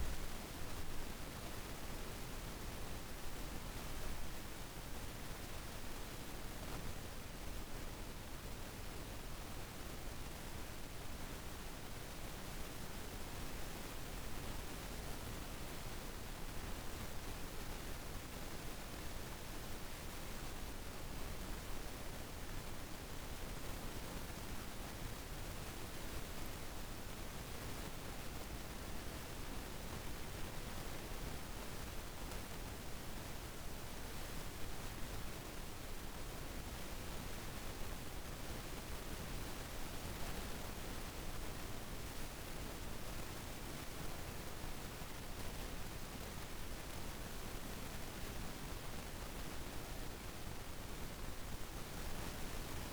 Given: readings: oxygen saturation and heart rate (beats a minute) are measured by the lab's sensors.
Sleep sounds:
breathing in sleep, hard to hear, by a room microphone; 1
0.00-4.00 s: arousal
14.50-24.50 s: hypopnea (oxygen 95% before, 91% lowest, heart rate 64 before, 53 extreme, up 16 after)
25.50-46.50 s: oxygen desaturation (device-marked, oxygen 95% before, 91% lowest, heart rate 56 before, 28 extreme)
27.50-32.50 s: arousal
50.50-52.93 s: arousal
From the record:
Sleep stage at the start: N1 (lightest sleep); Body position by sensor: on the back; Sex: female

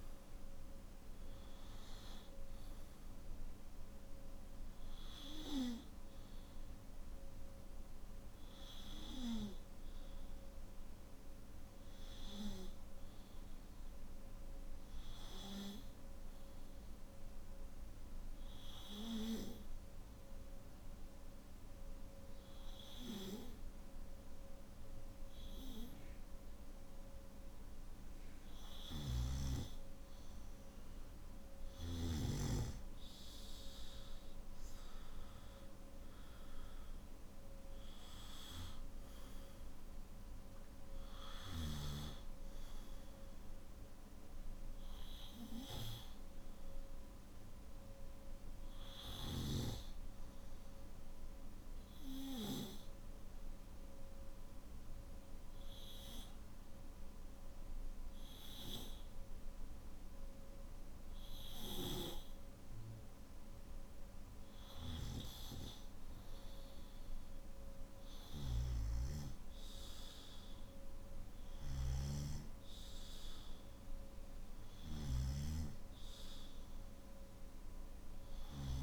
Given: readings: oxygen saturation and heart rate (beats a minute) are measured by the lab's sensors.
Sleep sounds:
breathing in sleep by a room microphone; 2
0.00-17.50 s: oxygen desaturation (device-marked, oxygen 93% lowest, heart rate 51 extreme)
14.00-27.50 s: hypopnea (oxygen 98% before, 93% lowest, heart rate 56 before, 51 extreme, up 9 after)
28.50-32.00 s: snoring (device-marked)
35.50-52.50 s: oxygen desaturation (device-marked, oxygen 97% before, 93% lowest, heart rate 55 before, 51 extreme)
51.00-64.50 s: obstructive apnea (oxygen 98% before, 95% lowest, heart rate 57 before, 51 extreme, up 4 after)
64.50-78.83 s: new sleep stage, N2 (light sleep)
74.50-78.50 s: snoring (device-marked)
From the record:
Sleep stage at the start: N1 (lightest sleep); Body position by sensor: on the back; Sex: male

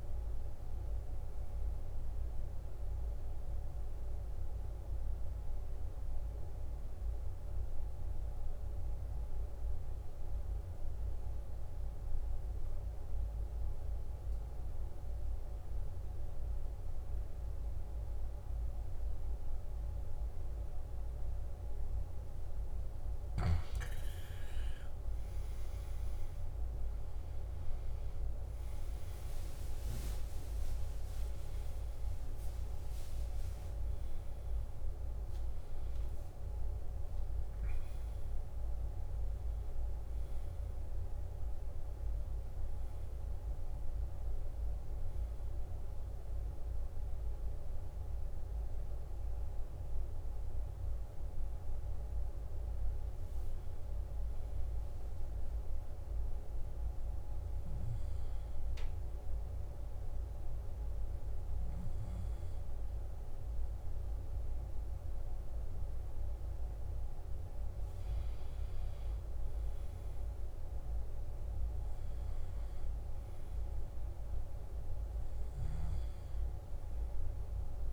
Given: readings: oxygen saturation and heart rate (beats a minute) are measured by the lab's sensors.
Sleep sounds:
breathing in sleep, hard to hear, by a room microphone; 1
7.00-24.50 s: hypopnea (oxygen 96% before, 89% lowest, heart rate 64 before, 58 extreme, up 12 after)
19.00-50.00 s: oxygen desaturation (device-marked, oxygen 96% before, 89% lowest, heart rate 60 before, 58 extreme)
32.50-37.50 s: arousal
68.00-77.93 s: oxygen desaturation (device-marked, oxygen 97% before, 92% lowest, heart rate 60 before, 58 extreme)
From the record:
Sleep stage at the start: N2 (light sleep); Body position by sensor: on the back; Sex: male

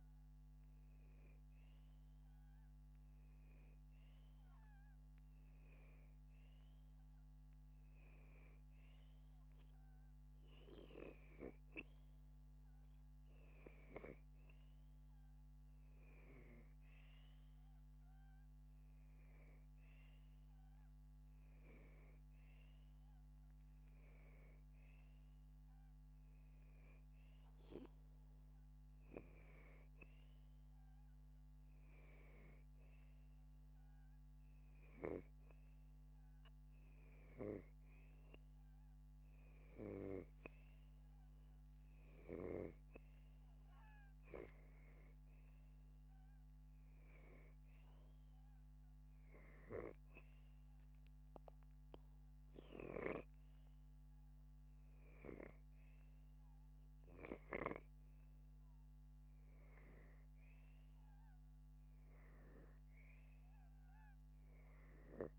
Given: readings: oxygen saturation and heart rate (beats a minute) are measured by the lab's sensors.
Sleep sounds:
breathing in sleep by a microphone on the trachea; none
none scored
From the record:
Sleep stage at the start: N2 (light sleep); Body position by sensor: upright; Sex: male

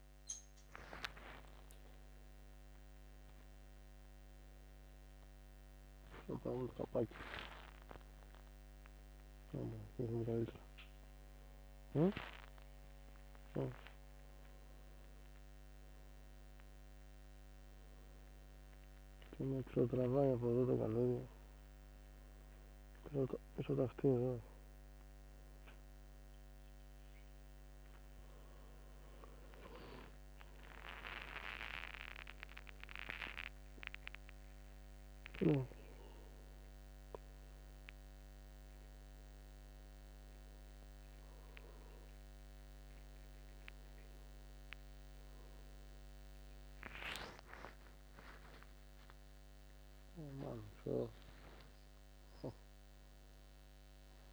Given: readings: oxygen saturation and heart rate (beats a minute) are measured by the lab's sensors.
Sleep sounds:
a person awake in a sleep study, by a microphone on the trachea; none
none scored
From the record:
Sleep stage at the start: awake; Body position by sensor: on the back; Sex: male

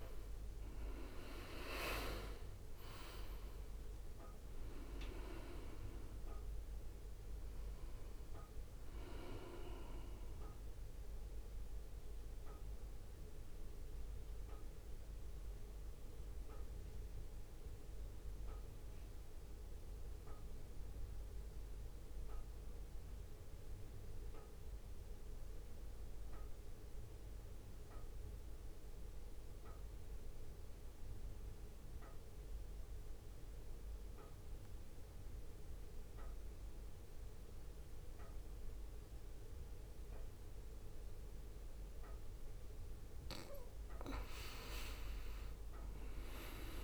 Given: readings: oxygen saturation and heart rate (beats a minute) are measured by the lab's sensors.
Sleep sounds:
breathing in sleep by a room microphone; 1
0.00-2.50 s: oxygen desaturation (device-marked, oxygen 89% lowest, heart rate 51 extreme)
1.00-5.50 s: arousal
1.50-18.50 s: drop in pulse transit time (device-marked, heart rate 54 before, 52 extreme)
7.50-33.50 s: oxygen desaturation (device-marked, oxygen 92% before, 84% lowest, heart rate 55 before, 52 extreme)
12.50-42.50 s: mixed apnea (oxygen 93% before, 84% lowest, heart rate 57 before, 52 extreme, up 2 after)
From the record:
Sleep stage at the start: N2 (light sleep); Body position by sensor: on the right side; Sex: male

